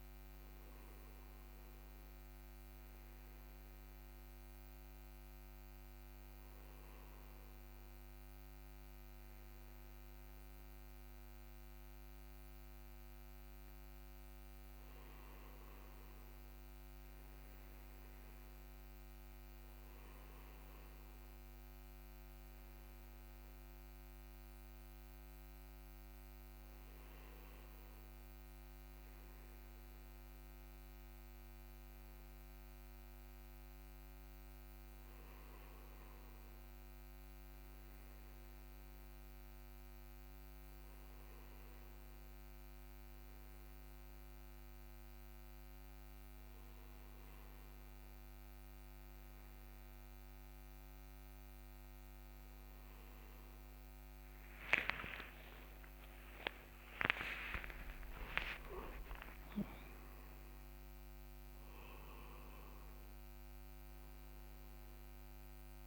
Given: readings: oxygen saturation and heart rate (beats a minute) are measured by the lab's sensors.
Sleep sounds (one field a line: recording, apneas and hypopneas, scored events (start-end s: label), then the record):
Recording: breathing in sleep, hard to hear, by a microphone on the trachea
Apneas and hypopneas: none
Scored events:
55.50-60.00 s: arousal
From the record:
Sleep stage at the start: N2 (light sleep)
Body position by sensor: on the right side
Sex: male